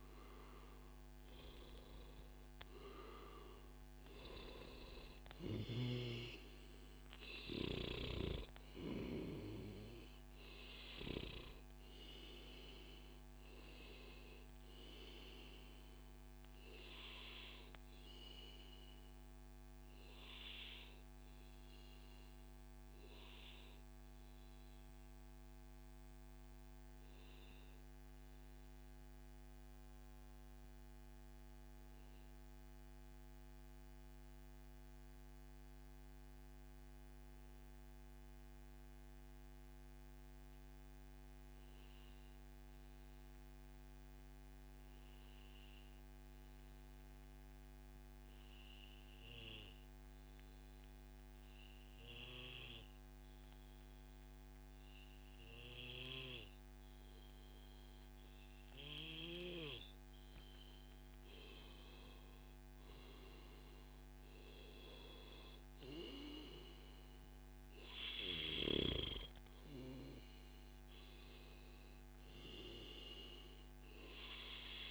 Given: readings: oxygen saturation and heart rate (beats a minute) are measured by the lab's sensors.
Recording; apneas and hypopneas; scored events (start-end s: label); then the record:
breathing in sleep by a microphone on the trachea; 1
0.00-13.50 s: oxygen desaturation (device-marked, oxygen 94% lowest, heart rate 105 extreme)
18.00-58.00 s: obstructive apnea (oxygen 98% before, 94% lowest, heart rate 141 before, 105 extreme, up 0 after)
32.00-34.00 s: long interval between heartbeats (device-marked, heart rate 124 before, 117 extreme)
34.00-36.00 s: long interval between heartbeats (device-marked, heart rate 122 before, 117 extreme)
38.50-40.50 s: long interval between heartbeats (device-marked, heart rate 116 before, 117 extreme)
60.50-64.00 s: arousal
From the record:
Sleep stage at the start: N2 (light sleep); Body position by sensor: on the back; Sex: male